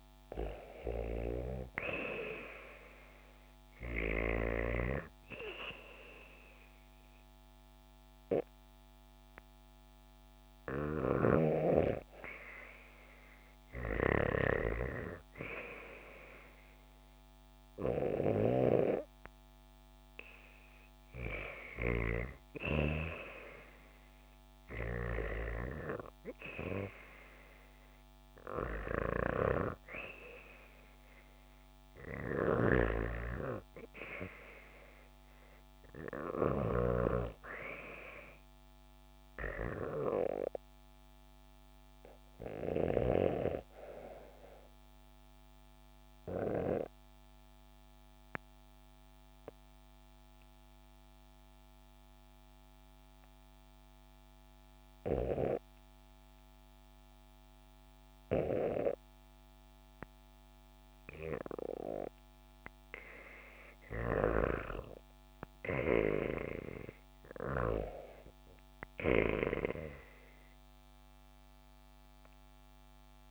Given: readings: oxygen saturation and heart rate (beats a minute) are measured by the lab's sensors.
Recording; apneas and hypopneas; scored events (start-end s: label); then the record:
breathing in sleep by a microphone on the trachea; 1
0.50-4.00 s: snoring (device-marked)
32.00-36.50 s: snoring (device-marked)
35.00-39.00 s: arousal
46.00-62.00 s: obstructive apnea (oxygen 96% before, 90% lowest, heart rate 74 before, 67 extreme, up 5 after)
65.00-69.50 s: arousal
66.50-73.31 s: oxygen desaturation (device-marked, oxygen 94% before, 90% lowest, heart rate 72 before, 73 extreme)
From the record:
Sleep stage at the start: REM sleep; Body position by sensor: on the back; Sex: female